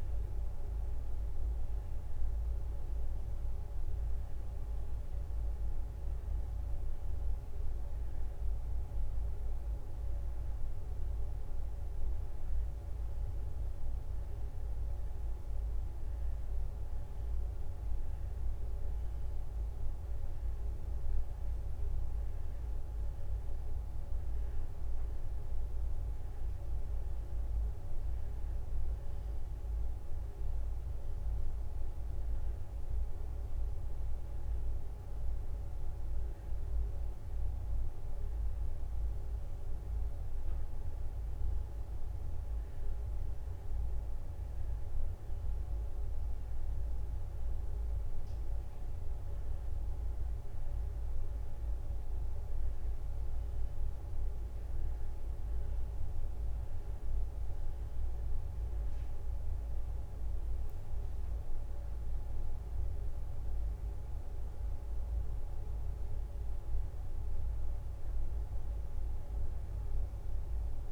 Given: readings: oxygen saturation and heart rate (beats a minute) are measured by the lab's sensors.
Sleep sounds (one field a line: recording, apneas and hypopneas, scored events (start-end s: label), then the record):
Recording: breathing in sleep, hard to hear, by a room microphone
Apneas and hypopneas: 1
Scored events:
17.50-35.50 s: drop in pulse transit time (device-marked, heart rate 66 before, 65 extreme)
23.50-26.50 s: leg movement (device-marked)
34.00-38.50 s: arousal
42.50-55.00 s: hypopnea (oxygen 93% before, 92% lowest, heart rate 65 before, 65 extreme, up 1 after)
From the record:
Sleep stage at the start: N2 (light sleep)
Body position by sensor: on the back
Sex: female